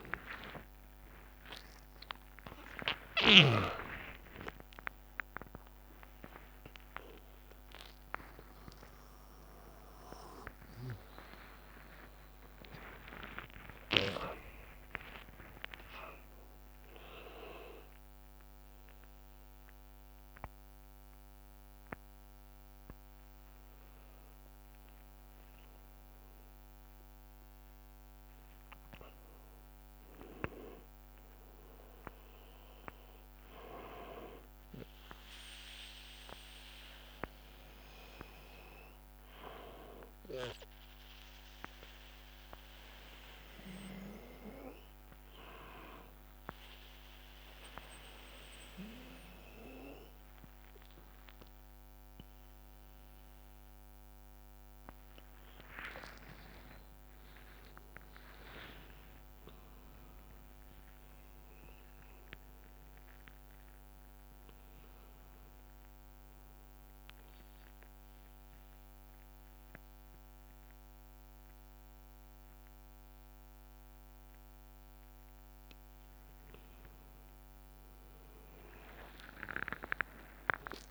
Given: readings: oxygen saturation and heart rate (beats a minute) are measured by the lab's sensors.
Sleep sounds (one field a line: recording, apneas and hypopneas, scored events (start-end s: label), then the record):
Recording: a person awake in a sleep study, by a microphone on the trachea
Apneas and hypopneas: 1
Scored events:
0.00-4.00 s: oxygen desaturation (device-marked, oxygen 90% lowest, heart rate 74 extreme)
0.00-18.00 s: tachycardia (device-marked, heart rate 159 extreme)
0.00-22.00 s: drop in pulse transit time (device-marked, heart rate 79 extreme)
3.00-5.00 s: long interval between heartbeats (device-marked, heart rate 90 before, 130 extreme)
7.00-9.00 s: long interval between heartbeats (device-marked, heart rate 103 before, 147 extreme)
10.00-12.00 s: long interval between heartbeats (device-marked, heart rate 114 before, 140 extreme)
14.50-16.50 s: long interval between heartbeats (device-marked, heart rate 125 before, 157 extreme)
41.00-55.00 s: hypopnea (oxygen 100% before, 96% lowest, heart rate 76 before, 64 extreme, up 14 after)
78.00-80.91 s: tachycardia (device-marked, heart rate 69 before, 112 extreme)
79.00-80.91 s: long interval between heartbeats (device-marked, heart rate 69 before, 85 extreme)
From the record:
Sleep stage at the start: awake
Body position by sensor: on the back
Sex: male